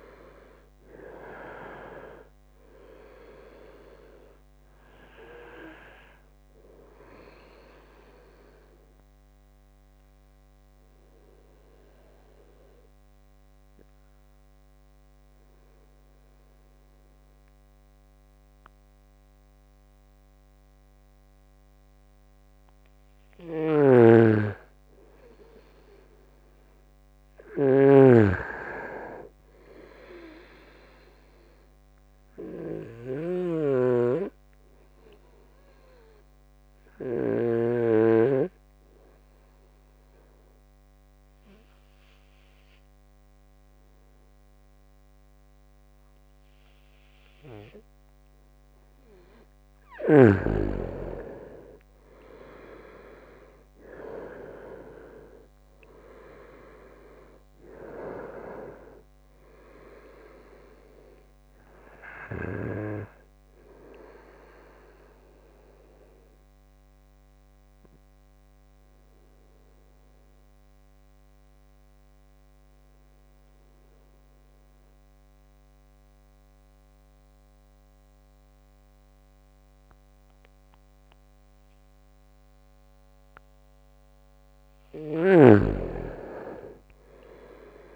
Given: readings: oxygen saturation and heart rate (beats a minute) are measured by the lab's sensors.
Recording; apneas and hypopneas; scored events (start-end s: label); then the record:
breathing in sleep by a microphone on the trachea; 3
0.00-19.50 s: oxygen desaturation (device-marked, oxygen 90% lowest, heart rate 63 extreme)
9.00-23.00 s: obstructive apnea (oxygen 97% before, 89% lowest, heart rate 70 before, 67 extreme, up 7 after)
23.50-33.50 s: snoring (device-marked)
24.50-29.00 s: arousal
32.50-46.50 s: oxygen desaturation (device-marked, oxygen 98% before, 93% lowest, heart rate 70 before, 64 extreme)
33.00-48.50 s: obstructive apnea (oxygen 98% before, 89% lowest, heart rate 70 before, 64 extreme, up 4 after)
52.00-56.50 s: arousal
52.50-78.50 s: oxygen desaturation (device-marked, oxygen 96% before, 89% lowest, heart rate 72 before, 64 extreme)
66.00-83.50 s: obstructive apnea (oxygen 96% before, 88% lowest, heart rate 73 before, 65 extreme, up 4 after)
85.50-87.96 s: arousal
From the record:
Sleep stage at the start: N2 (light sleep); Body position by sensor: on the right side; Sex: male